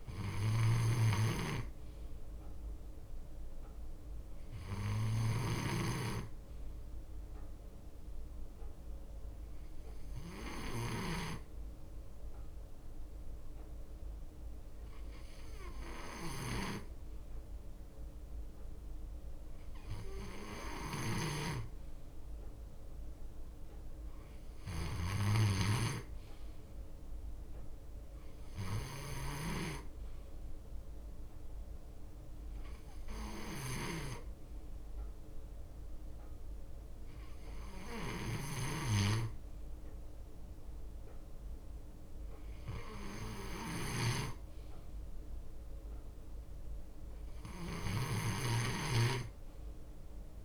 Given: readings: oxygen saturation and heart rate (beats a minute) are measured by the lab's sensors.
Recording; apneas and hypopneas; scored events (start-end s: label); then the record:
breathing in sleep by a room microphone; none
0.00-6.50 s: leg movement (device-marked)
0.50-6.00 s: snoring (device-marked)
0.50-18.50 s: bradycardia (device-marked, heart rate 60 before, 58 extreme)
7.00-16.00 s: leg movement (device-marked)
19.50-41.50 s: bradycardia (device-marked, heart rate 60 before, 58 extreme)
42.50-46.50 s: bradycardia (device-marked, heart rate 60 before, 59 extreme)
47.50-50.45 s: leg movement (device-marked)
48.50-50.45 s: snoring (device-marked)
From the record:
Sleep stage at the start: N2 (light sleep); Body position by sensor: on the left side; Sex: male